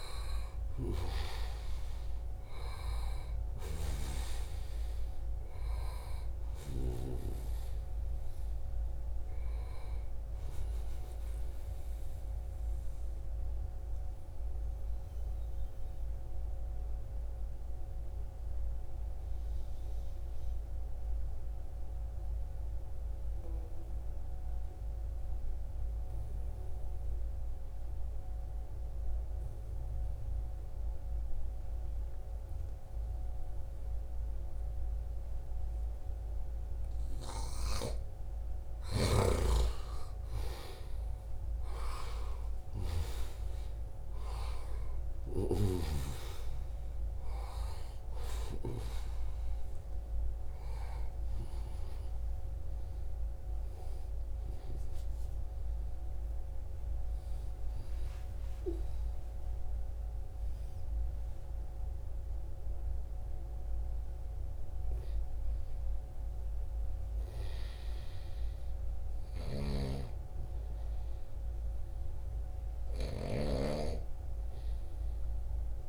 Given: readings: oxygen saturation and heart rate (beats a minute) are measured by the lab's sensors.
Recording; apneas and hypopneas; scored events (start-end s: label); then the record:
a person partly awake in a sleep study, by a room microphone; 1
0.00-1.00 s: arousal
0.00-6.00 s: snoring (device-marked)
0.00-15.50 s: oxygen desaturation (device-marked, oxygen 90% lowest, heart rate 68 extreme)
9.50-39.50 s: new sleep stage, N2 (light sleep)
11.50-35.00 s: obstructive apnea (oxygen 99% before, 91% lowest, heart rate 79 before, 68 extreme, up 4 after)
32.50-50.50 s: oxygen desaturation (device-marked, oxygen 96% before, 91% lowest, heart rate 74 before, 69 extreme)
36.50-42.50 s: snoring (device-marked)
39.50-75.89 s: new sleep stage, awake
68.50-75.89 s: snoring (device-marked)
From the record:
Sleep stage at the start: N1 (lightest sleep); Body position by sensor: on the right side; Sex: male